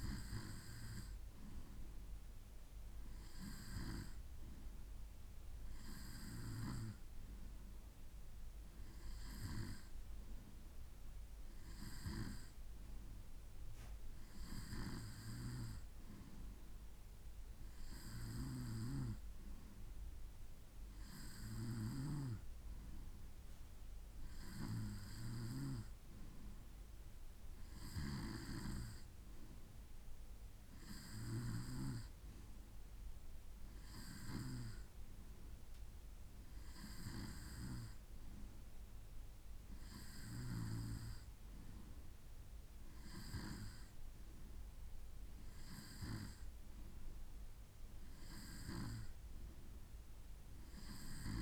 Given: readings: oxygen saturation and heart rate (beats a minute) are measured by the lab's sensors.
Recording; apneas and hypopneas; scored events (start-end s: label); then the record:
breathing in sleep by a room microphone; none
none scored
From the record:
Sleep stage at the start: N2 (light sleep); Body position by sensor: on the right side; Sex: male